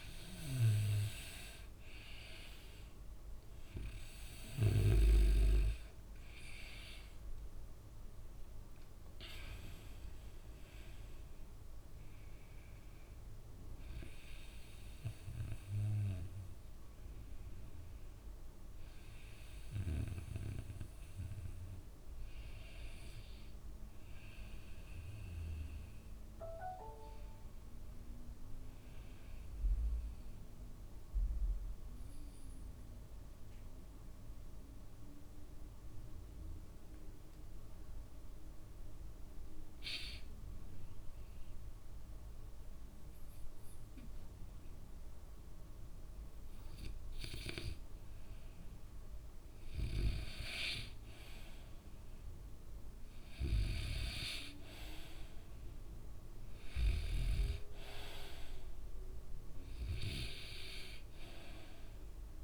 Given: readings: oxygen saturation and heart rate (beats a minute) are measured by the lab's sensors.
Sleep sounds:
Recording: breathing in sleep by a room microphone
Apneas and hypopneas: 1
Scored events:
0.00-21.50 s: oxygen desaturation (device-marked, oxygen 82% lowest, heart rate 59 extreme)
0.50-5.00 s: snoring (device-marked)
30.50-50.00 s: hypopnea (oxygen 98% before, 91% lowest, heart rate 71 before, 63 extreme, up 5 after)
49.50-62.44 s: oxygen desaturation (device-marked, oxygen 98% before, 91% lowest, heart rate 65 before, 59 extreme)
52.00-55.00 s: arousal
From the record:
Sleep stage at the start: REM sleep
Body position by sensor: on the back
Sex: male

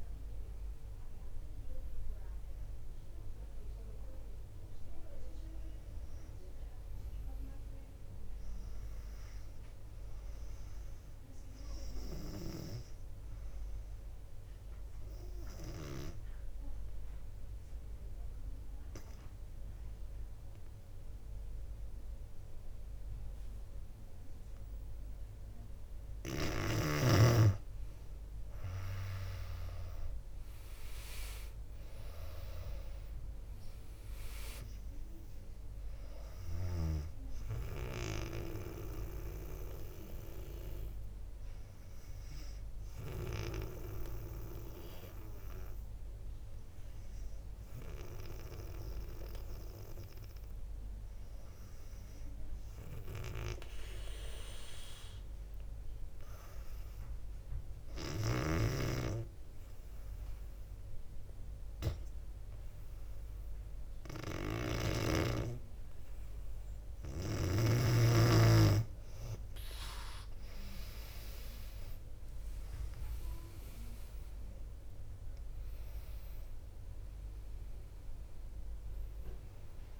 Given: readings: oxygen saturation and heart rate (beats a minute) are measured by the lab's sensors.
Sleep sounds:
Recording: breathing in sleep by a room microphone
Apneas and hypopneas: 2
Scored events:
14.50-26.50 s: obstructive apnea (oxygen 98% before, 94% lowest, heart rate 64 before, 60 extreme, up 6 after)
28.50-32.00 s: arousal
30.00-53.00 s: oxygen desaturation (device-marked, oxygen 99% before, 94% lowest, heart rate 60 before, 60 extreme)
38.00-67.00 s: hypopnea (oxygen 99% before, 94% lowest, heart rate 63 before, 58 extreme, up 2 after)
71.50-76.50 s: arousal
74.00-80.00 s: oxygen desaturation (device-marked, oxygen 98% before, 95% lowest, heart rate 64 before, 58 extreme)
From the record:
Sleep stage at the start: N2 (light sleep)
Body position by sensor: on the back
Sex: female

